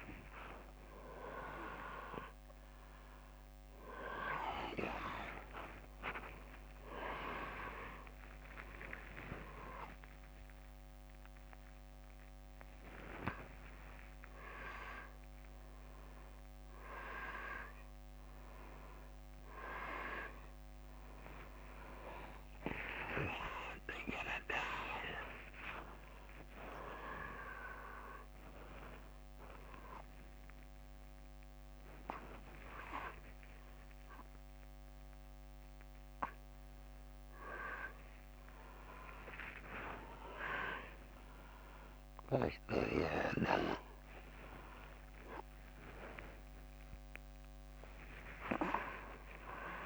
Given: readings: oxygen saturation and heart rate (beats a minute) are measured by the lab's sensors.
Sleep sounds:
a person awake in a sleep study, by a microphone on the trachea; none
none scored
From the record:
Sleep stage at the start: awake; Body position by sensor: on the front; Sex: male

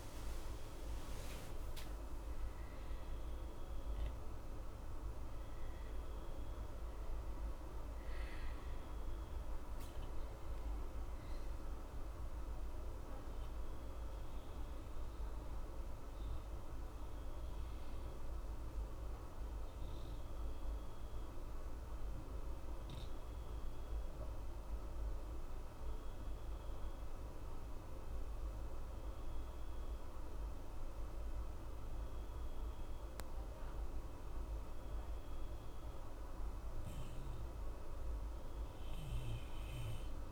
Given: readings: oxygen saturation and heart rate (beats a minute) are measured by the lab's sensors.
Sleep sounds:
breathing in sleep, hard to hear, by a room microphone; none
none scored
From the record:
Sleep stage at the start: N2 (light sleep); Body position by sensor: on the right side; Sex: male

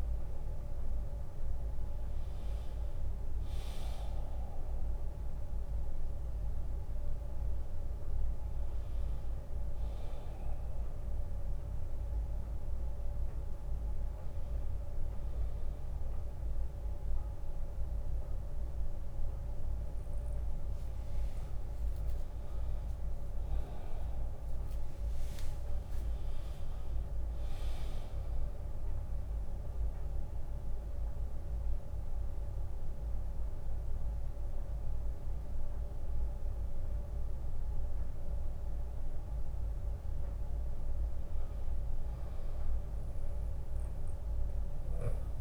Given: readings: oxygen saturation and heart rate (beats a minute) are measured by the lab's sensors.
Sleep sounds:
breathing in sleep, hard to hear, by a room microphone; 1
0.00-1.00 s: drop in pulse transit time (device-marked, heart rate 84 extreme)
0.00-14.00 s: oxygen desaturation (device-marked, oxygen 86% lowest, heart rate 77 extreme)
22.00-25.50 s: arousal
28.50-41.00 s: obstructive apnea (oxygen 100% before, 90% lowest, heart rate 80 before, 69 extreme, up 15 after)
44.00-45.41 s: arousal
From the record:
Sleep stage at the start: N2 (light sleep); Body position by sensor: on the back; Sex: male

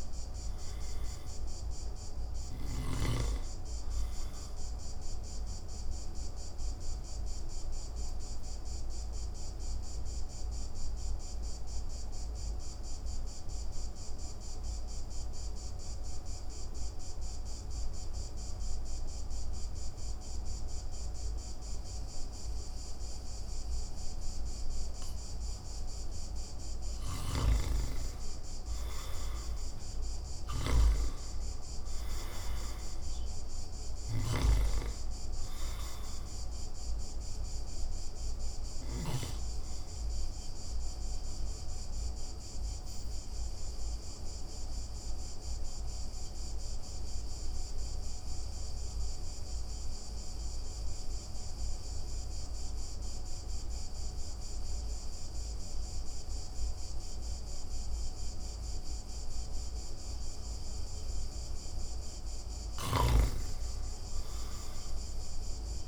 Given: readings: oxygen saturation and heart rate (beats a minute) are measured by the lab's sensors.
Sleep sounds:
breathing in sleep by a room microphone; 2
0.00-1.00 s: arousal
5.00-26.00 s: mixed apnea (oxygen 98% before, 85% lowest)
11.50-22.50 s: oxygen desaturation (device-marked, oxygen 98% before, 92% lowest)
26.50-39.00 s: snoring (device-marked)
29.00-32.00 s: arousal
30.50-56.50 s: oxygen desaturation (device-marked, oxygen 97% before, 85% lowest)
40.00-61.50 s: obstructive apnea (oxygen 97% before, 85% lowest)
62.50-65.88 s: snoring (device-marked)
64.00-65.88 s: arousal
From the record:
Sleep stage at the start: N2 (light sleep); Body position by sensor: on the back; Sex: male

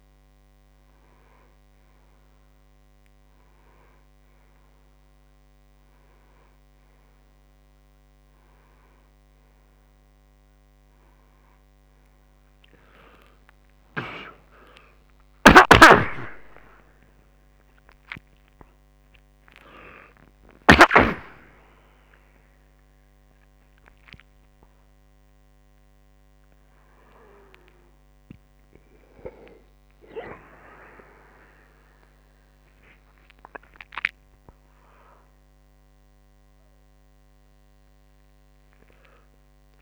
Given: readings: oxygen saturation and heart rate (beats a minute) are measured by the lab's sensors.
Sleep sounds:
a person awake in a sleep study, by a microphone on the trachea; none
4.50-39.82 s: new sleep stage, awake
9.50-27.50 s: oxygen desaturation (device-marked, oxygen 94% before, 91% lowest, heart rate 66 before, 70 extreme)
15.00-20.50 s: snoring (device-marked)
From the record:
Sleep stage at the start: N1 (lightest sleep); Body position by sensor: on the right side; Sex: male

